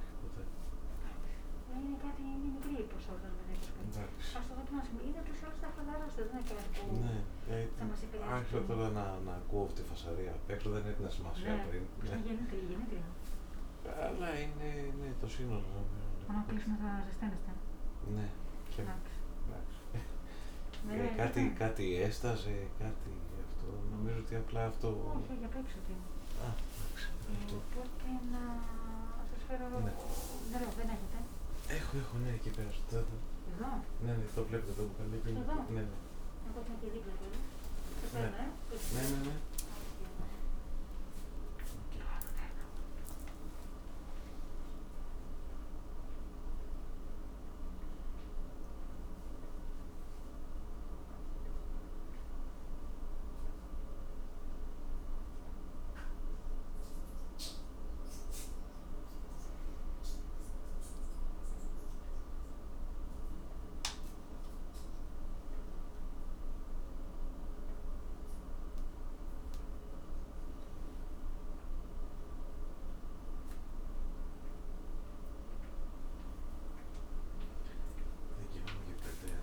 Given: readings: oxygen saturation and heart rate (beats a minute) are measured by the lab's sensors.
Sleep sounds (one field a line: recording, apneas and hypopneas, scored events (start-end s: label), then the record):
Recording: a person awake in a sleep study, by a room microphone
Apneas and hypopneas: none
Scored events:
10.00-15.00 s: snoring (device-marked)
21.00-25.00 s: snoring (device-marked)
34.00-39.50 s: snoring (device-marked)
From the record:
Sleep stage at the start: awake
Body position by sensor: upright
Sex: male